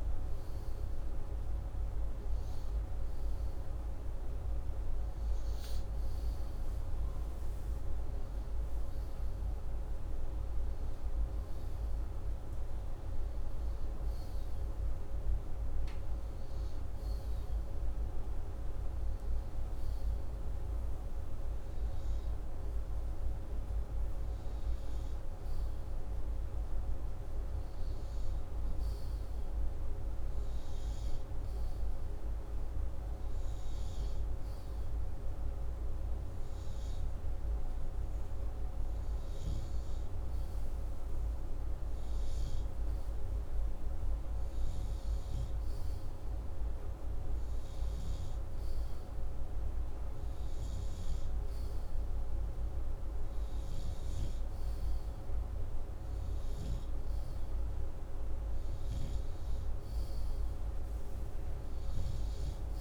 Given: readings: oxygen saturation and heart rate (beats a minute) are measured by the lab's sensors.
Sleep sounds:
breathing in sleep, hard to hear, by a room microphone; none
none scored
From the record:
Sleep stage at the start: N2 (light sleep); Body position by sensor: upright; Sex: male

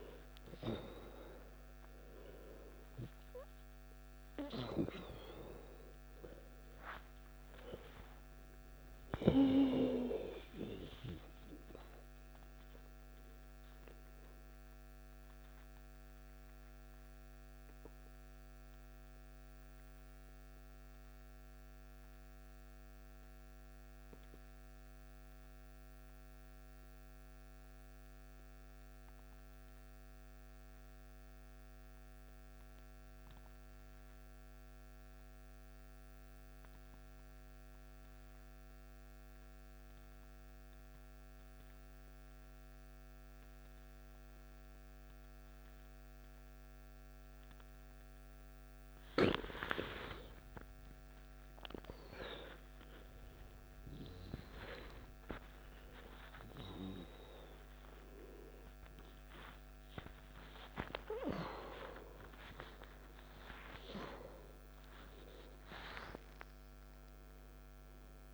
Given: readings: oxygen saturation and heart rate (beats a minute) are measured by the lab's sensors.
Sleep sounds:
breathing in sleep by a microphone on the trachea; 1
0.00-31.50 s: oxygen desaturation (device-marked, oxygen 83% lowest, heart rate 55 extreme)
15.50-49.50 s: mixed apnea (oxygen 93% before, 83% lowest, heart rate 71 before, 55 extreme, up 18 after)
43.50-68.34 s: oxygen desaturation (device-marked, oxygen 99% before, 88% lowest, heart rate 56 before, 55 extreme)
50.50-56.00 s: arousal
58.50-68.34 s: new sleep stage, N1 (lightest sleep)
60.50-66.50 s: tachycardia (device-marked, heart rate 63 before, 116 extreme)
64.00-66.00 s: long interval between heartbeats (device-marked, heart rate 69 before, 112 extreme)
From the record:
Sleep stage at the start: N2 (light sleep); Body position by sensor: on the back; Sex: male

